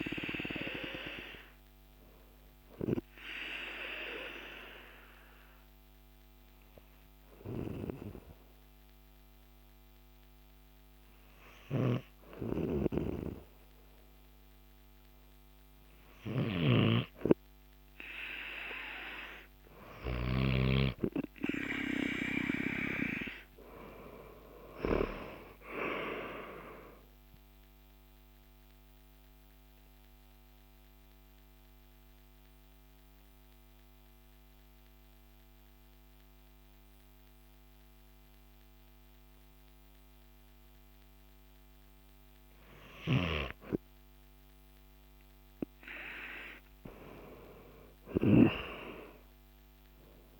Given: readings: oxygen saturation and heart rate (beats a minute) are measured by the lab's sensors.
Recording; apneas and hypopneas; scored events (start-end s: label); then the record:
breathing in sleep by a microphone on the trachea; 2
1.50-15.00 s: hypopnea (oxygen 98% before, 94% lowest, heart rate 57 before, 48 extreme, up 9 after)
16.50-21.00 s: snoring (device-marked)
25.00-28.50 s: arousal
30.50-42.00 s: central apnea (oxygen 97% before, 95% lowest, heart rate 58 before, 48 extreme, up 12 after)
48.00-50.40 s: arousal
From the record:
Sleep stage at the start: N2 (light sleep); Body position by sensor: on the back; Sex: male